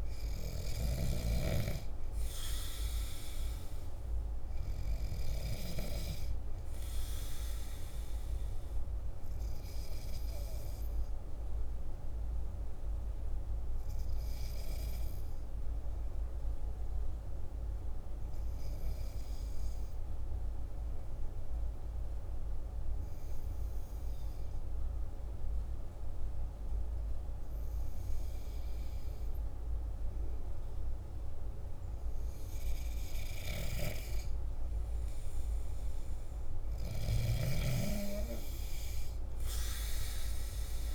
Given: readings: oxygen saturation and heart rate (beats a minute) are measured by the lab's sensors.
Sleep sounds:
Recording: breathing in sleep by a room microphone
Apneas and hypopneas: 1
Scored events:
0.00-13.00 s: oxygen desaturation (device-marked, oxygen 90% lowest, heart rate 49 extreme)
15.00-30.50 s: hypopnea (oxygen 99% before, 93% lowest, heart rate 53 before, 49 extreme, up 2 after)
32.00-35.00 s: arousal
34.00-40.94 s: oxygen desaturation (device-marked, oxygen 99% before, 93% lowest, heart rate 49 before, 50 extreme)
36.50-40.94 s: snoring (device-marked)
From the record:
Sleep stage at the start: N2 (light sleep)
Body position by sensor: on the back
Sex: male

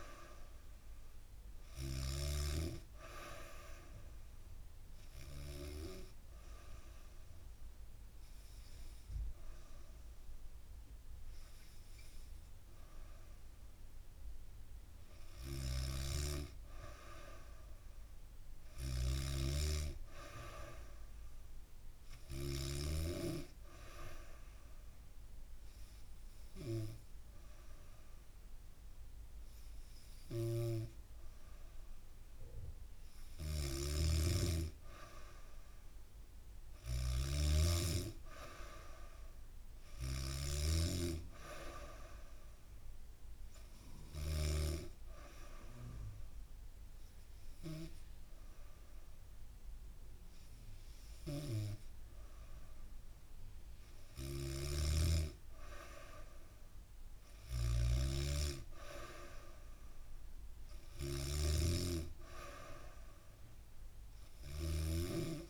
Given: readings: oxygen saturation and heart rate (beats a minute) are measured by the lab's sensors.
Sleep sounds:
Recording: breathing in sleep by a room microphone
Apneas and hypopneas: 3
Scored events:
0.00-1.00 s: arousal
0.00-1.50 s: snoring (device-marked)
3.50-14.00 s: hypopnea (oxygen 95% before, 92% lowest, heart rate 72 before, 68 extreme, up 1 after)
14.50-22.00 s: snoring (device-marked)
16.00-19.00 s: arousal
22.50-33.50 s: hypopnea (oxygen 95% before, 92% lowest, heart rate 71 before, 68 extreme, up 3 after)
27.00-65.50 s: new sleep stage, N3 (deep sleep)
29.50-44.00 s: snoring (device-marked)
36.00-39.50 s: arousal
42.50-54.00 s: hypopnea (oxygen 95% before, 92% lowest, heart rate 71 before, 71 extreme, up 1 after)
53.50-65.50 s: snoring (device-marked)
57.00-60.00 s: arousal
From the record:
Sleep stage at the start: N2 (light sleep)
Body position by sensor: on the back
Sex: female

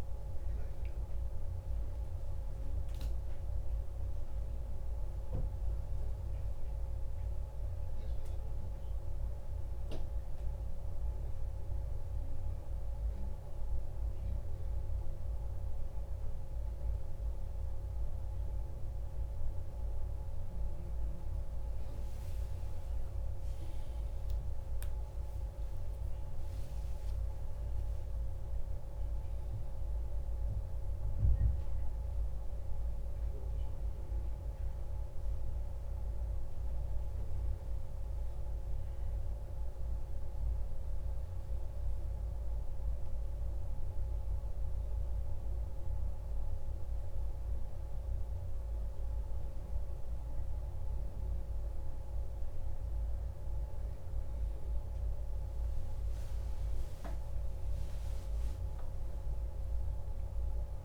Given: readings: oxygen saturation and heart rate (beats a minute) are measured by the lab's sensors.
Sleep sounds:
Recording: a person awake in a sleep study, hard to hear, by a room microphone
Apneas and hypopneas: none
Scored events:
none scored
From the record:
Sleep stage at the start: awake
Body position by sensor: on the back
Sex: male

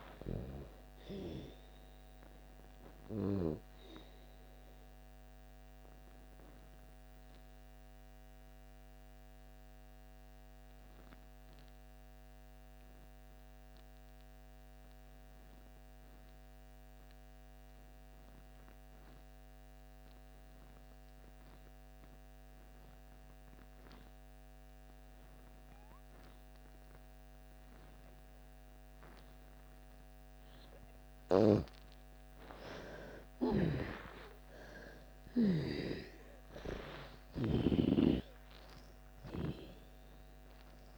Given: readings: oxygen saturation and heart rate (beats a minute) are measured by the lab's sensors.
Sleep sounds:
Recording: breathing in sleep by a microphone on the trachea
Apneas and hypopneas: 1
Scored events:
0.00-16.00 s: oxygen desaturation (device-marked, oxygen 80% lowest)
1.50-30.50 s: obstructive apnea (oxygen 98% before, 77% lowest)
22.00-40.98 s: oxygen desaturation (device-marked, oxygen 98% before, 77% lowest)
32.00-35.50 s: arousal
From the record:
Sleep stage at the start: N2 (light sleep)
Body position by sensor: on the back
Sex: female

